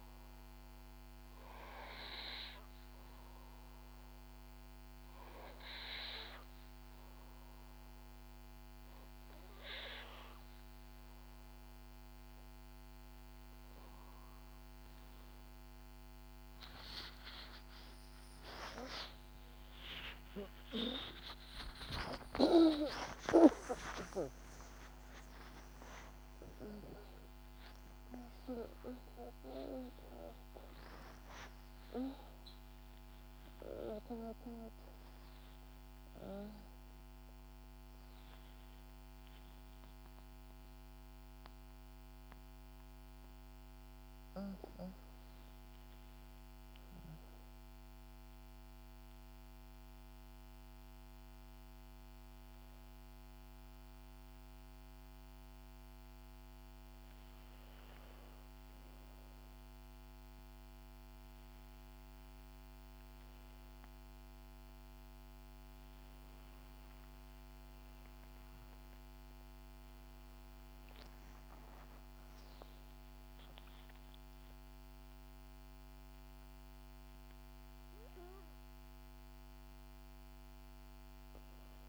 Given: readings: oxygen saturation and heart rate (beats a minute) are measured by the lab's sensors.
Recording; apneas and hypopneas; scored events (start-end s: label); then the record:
breathing in sleep by a microphone on the trachea; 1
19.00-25.00 s: arousal
19.00-25.00 s: tachycardia (device-marked, heart rate 66 before, 120 extreme)
21.00-23.00 s: long interval between heartbeats (device-marked, heart rate 66 before, 86 extreme)
23.00-25.00 s: long interval between heartbeats (device-marked, heart rate 69 before, 116 extreme)
48.50-60.00 s: hypopnea (oxygen 97% before, 94% lowest, heart rate 74 before, 68 extreme, up 3 after)
64.50-70.00 s: arousal
From the record:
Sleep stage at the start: N2 (light sleep); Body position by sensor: on the back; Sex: female